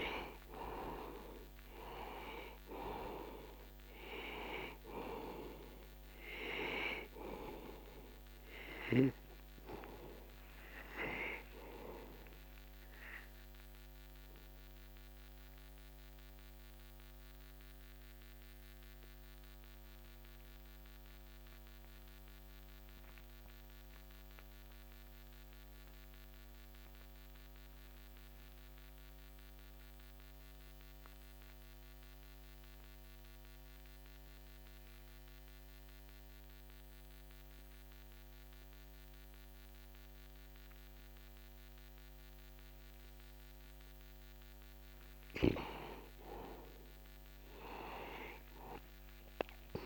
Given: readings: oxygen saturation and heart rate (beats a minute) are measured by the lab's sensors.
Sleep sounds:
breathing in sleep by a microphone on the trachea; 1
0.00-32.50 s: oxygen desaturation (device-marked, oxygen 87% lowest, heart rate 61 extreme)
15.00-44.50 s: obstructive apnea (oxygen 97% before, 84% lowest, heart rate 62 before, 56 extreme, up 0 after)
47.00-49.86 s: arousal
From the record:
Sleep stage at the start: N2 (light sleep); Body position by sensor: on the back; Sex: male

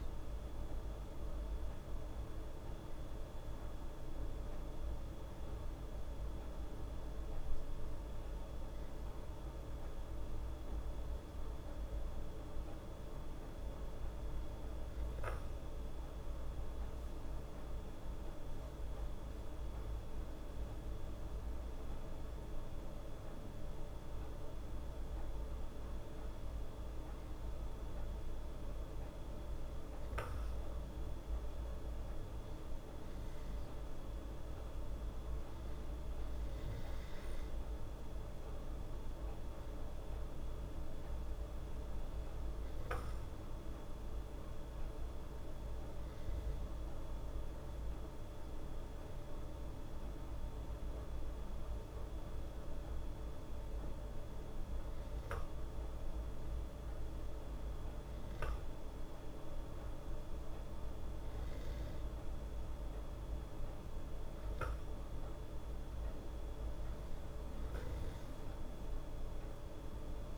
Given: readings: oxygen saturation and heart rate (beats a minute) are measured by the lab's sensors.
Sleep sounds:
breathing in sleep, hard to hear, by a room microphone; none
none scored
From the record:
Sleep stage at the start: N2 (light sleep); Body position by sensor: on the back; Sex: female

